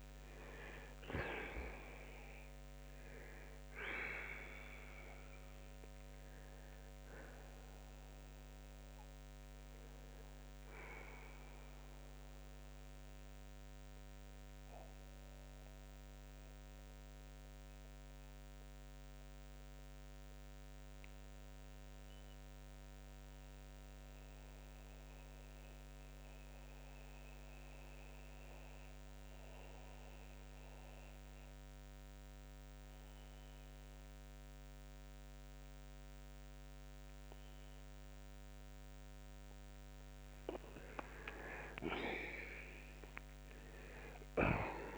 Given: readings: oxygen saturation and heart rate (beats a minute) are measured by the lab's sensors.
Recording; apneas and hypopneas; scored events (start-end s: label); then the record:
a person partly awake in a sleep study, by a microphone on the trachea; 1
0.00-37.00 s: oxygen desaturation (device-marked, oxygen 96% before, 83% lowest)
17.00-40.00 s: mixed apnea (oxygen 96% before, 83% lowest, heart rate 64 before, 67 extreme)
29.00-44.98 s: new sleep stage, awake
From the record:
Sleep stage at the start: N2 (light sleep); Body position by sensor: on the back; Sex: male